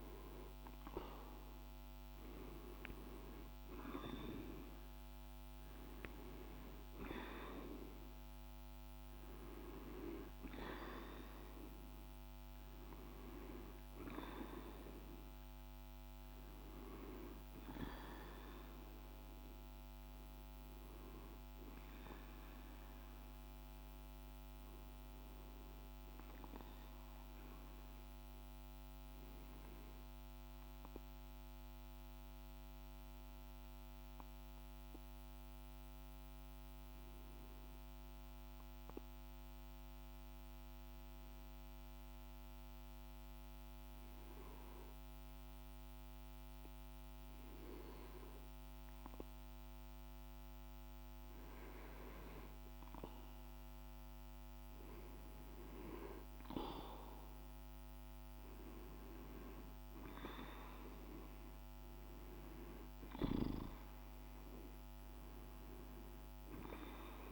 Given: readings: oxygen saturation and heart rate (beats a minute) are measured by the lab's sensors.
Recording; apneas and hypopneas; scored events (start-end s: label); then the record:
breathing in sleep by a microphone on the trachea; 1
0.00-5.50 s: arousal
30.00-49.50 s: obstructive apnea (oxygen 99% before, 94% lowest, heart rate 54 before, 50 extreme, up 1 after)
48.00-67.32 s: oxygen desaturation (device-marked, oxygen 99% before, 94% lowest, heart rate 52 before, 48 extreme)
52.50-57.00 s: arousal
From the record:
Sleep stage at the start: REM sleep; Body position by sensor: on the back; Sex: male